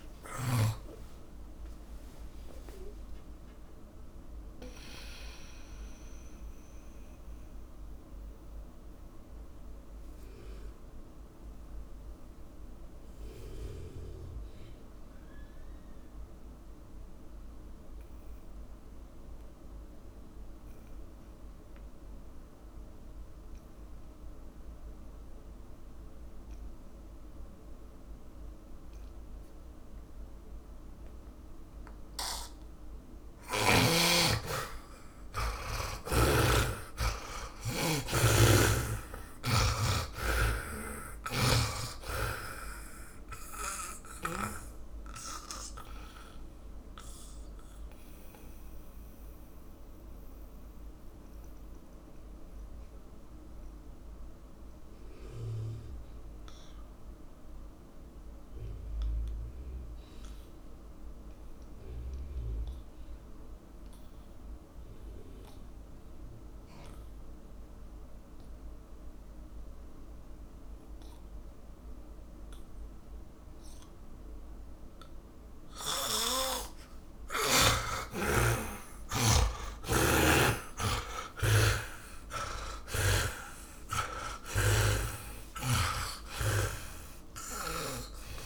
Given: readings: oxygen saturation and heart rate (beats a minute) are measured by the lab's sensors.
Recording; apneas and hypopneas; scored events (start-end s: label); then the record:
breathing in sleep by a room microphone; 2
0.00-16.00 s: oxygen desaturation (device-marked, oxygen 78% lowest)
0.00-19.00 s: tachycardia (device-marked, heart rate 173 extreme)
6.00-33.00 s: mixed apnea (oxygen 100% before, 78% lowest)
25.00-34.00 s: tachycardia (device-marked, heart rate 35 before, 137 extreme)
36.00-41.50 s: arousal
40.00-63.00 s: oxygen desaturation (device-marked, oxygen 98% before, 78% lowest)
41.00-45.00 s: snoring (device-marked)
46.00-77.00 s: mixed apnea (oxygen 100% before, 78% lowest)
72.00-88.46 s: oxygen desaturation (device-marked, oxygen 100% before, 78% lowest)
79.00-86.00 s: arousal
81.00-84.00 s: tachycardia (device-marked, heart rate 33 before, 51 extreme)
81.00-85.00 s: snoring (device-marked)
From the record:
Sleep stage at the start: N2 (light sleep); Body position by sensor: on the back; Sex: male